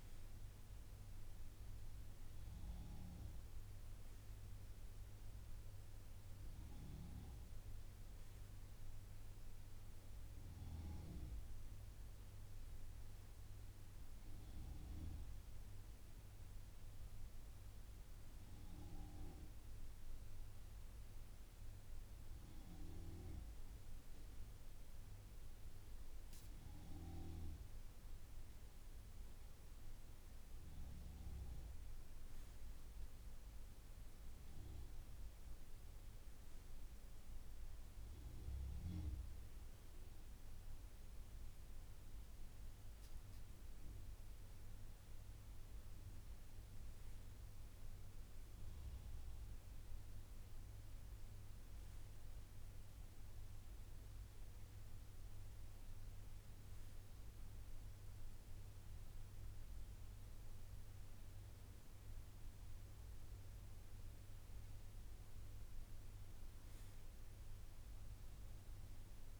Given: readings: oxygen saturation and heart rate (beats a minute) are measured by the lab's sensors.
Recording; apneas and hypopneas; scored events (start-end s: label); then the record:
breathing in sleep, hard to hear, by a room microphone; none
5.50-69.40 s: new sleep stage, N2 (light sleep)
From the record:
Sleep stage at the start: N3 (deep sleep); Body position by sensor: on the right side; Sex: male